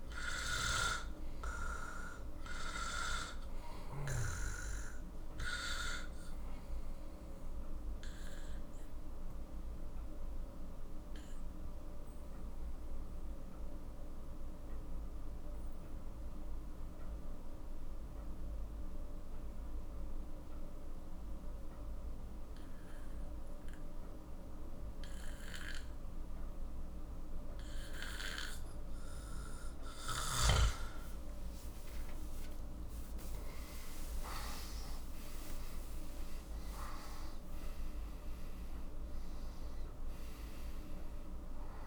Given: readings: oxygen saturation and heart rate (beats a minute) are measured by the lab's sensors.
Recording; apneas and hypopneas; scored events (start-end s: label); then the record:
breathing in sleep by a room microphone; 1
0.00-17.00 s: oxygen desaturation (device-marked, oxygen 92% lowest, heart rate 44 extreme)
6.50-30.00 s: obstructive apnea (oxygen 97% before, 91% lowest, heart rate 54 before, 44 extreme)
31.50-35.50 s: arousal
32.00-41.87 s: oxygen desaturation (device-marked, oxygen 98% before, 91% lowest, heart rate 47 before, 39 extreme)
From the record:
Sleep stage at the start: N2 (light sleep); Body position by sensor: on the back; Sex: male